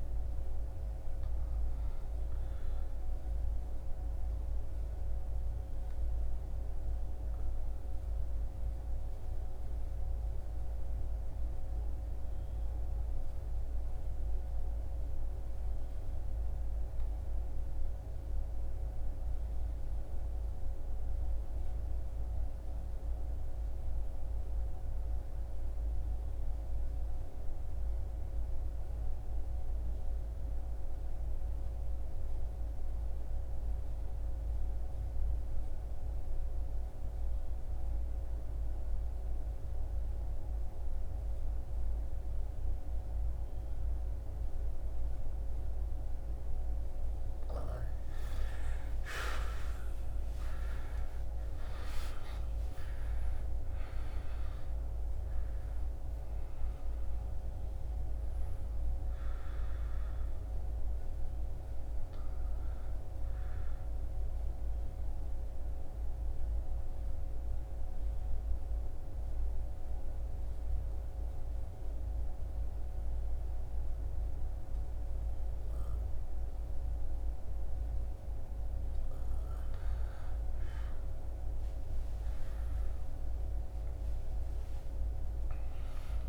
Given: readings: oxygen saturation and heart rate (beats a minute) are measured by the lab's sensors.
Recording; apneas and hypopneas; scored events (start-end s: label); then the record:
breathing in sleep, hard to hear, by a room microphone; 2
0.00-13.00 s: oxygen desaturation (device-marked, oxygen 78% lowest, heart rate 69 extreme)
3.50-46.00 s: obstructive apnea (oxygen 96% before, 77% lowest, heart rate 82 before, 69 extreme, up 19 after)
44.00-80.00 s: oxygen desaturation (device-marked, oxygen 99% before, 77% lowest, heart rate 73 before, 65 extreme)
48.00-53.50 s: arousal
64.50-79.50 s: mixed apnea (oxygen 99% before, 77% lowest, heart rate 83 before, 65 extreme, up 16 after)
81.50-85.00 s: arousal
From the record:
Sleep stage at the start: N2 (light sleep); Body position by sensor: on the back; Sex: male